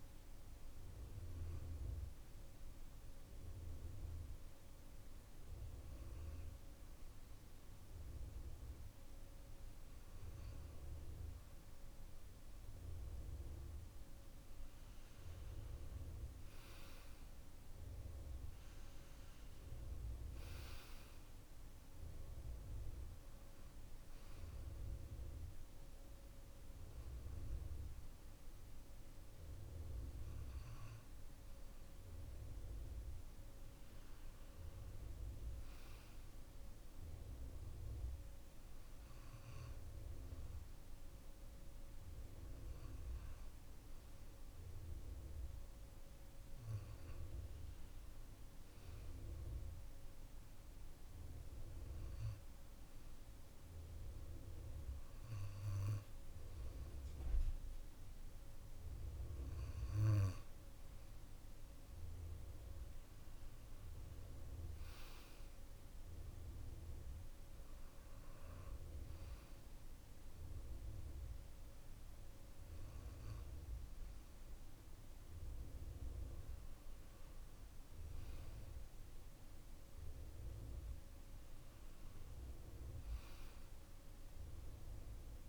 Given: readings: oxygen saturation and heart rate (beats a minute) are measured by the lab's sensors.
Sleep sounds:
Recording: breathing in sleep, hard to hear, by a room microphone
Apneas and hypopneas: 1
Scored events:
2.00-13.00 s: hypopnea (oxygen 95% before, 92% lowest, heart rate 57 before, 53 extreme, up 9 after)
14.50-18.00 s: arousal
23.00-38.00 s: oxygen desaturation (device-marked, oxygen 95% before, 92% lowest, heart rate 56 before, 54 extreme)
From the record:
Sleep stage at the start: N2 (light sleep)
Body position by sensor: on the back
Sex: male

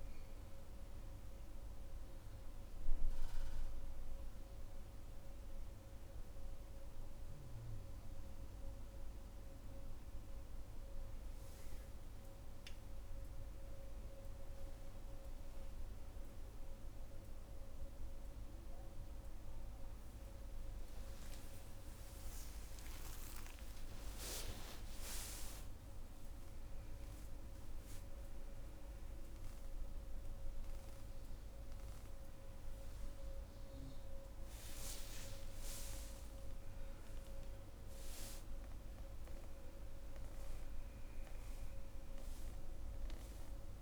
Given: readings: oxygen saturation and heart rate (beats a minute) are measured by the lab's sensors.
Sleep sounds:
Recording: breathing in sleep, hard to hear, by a room microphone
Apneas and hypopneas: none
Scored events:
21.00-25.00 s: arousal
22.00-24.00 s: long interval between heartbeats (device-marked, heart rate 70 before, 78 extreme)
27.50-43.82 s: new sleep stage, N2 (light sleep)
From the record:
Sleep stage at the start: N1 (lightest sleep)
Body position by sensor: on the back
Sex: female

